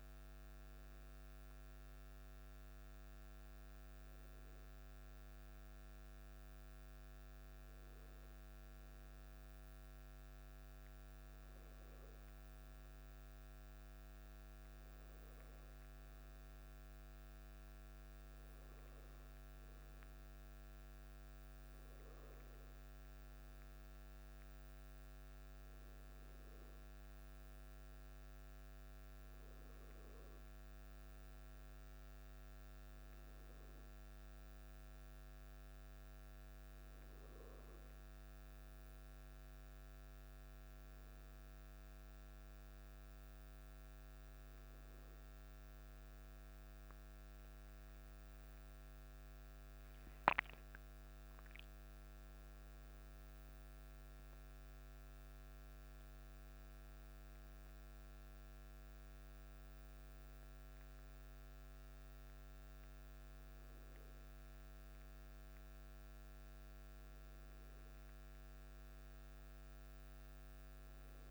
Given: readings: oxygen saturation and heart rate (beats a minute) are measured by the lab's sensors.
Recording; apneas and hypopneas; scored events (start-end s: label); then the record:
breathing in sleep, hard to hear, by a microphone on the trachea; none
48.50-52.50 s: arousal
From the record:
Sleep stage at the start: N1 (lightest sleep); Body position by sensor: on the back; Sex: male